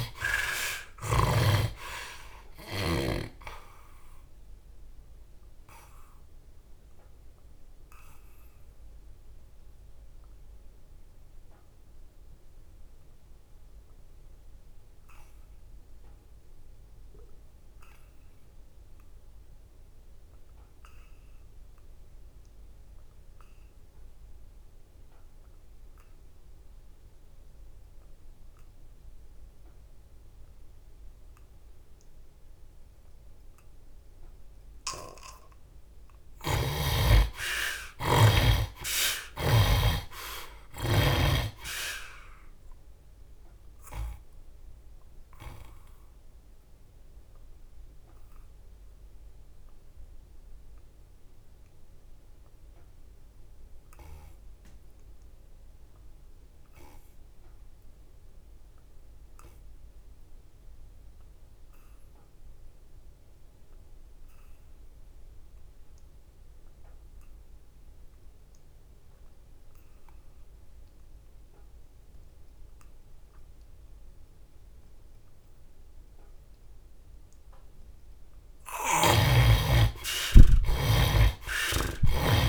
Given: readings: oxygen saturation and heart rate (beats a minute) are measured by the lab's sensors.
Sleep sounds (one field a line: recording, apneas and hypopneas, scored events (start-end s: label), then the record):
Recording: breathing in sleep by a room microphone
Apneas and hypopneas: 2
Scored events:
0.00-2.50 s: arousal
0.00-24.50 s: oxygen desaturation (device-marked, oxygen 57% lowest, heart rate 69 extreme)
4.50-34.00 s: obstructive apnea (oxygen 96% before, 54% lowest, heart rate 76 before, 68 extreme, up 21 after)
26.50-62.50 s: oxygen desaturation (device-marked, oxygen 92% before, 57% lowest, heart rate 73 before, 68 extreme)
36.00-39.00 s: arousal
36.00-39.50 s: snoring (device-marked)
43.00-77.00 s: obstructive apnea (oxygen 92% before, 54% lowest, heart rate 77 before, 68 extreme, up 19 after)
64.50-82.49 s: oxygen desaturation (device-marked, oxygen 87% before, 54% lowest, heart rate 73 before, 71 extreme)
79.00-82.00 s: arousal
From the record:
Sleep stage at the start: N2 (light sleep)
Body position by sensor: on the back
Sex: male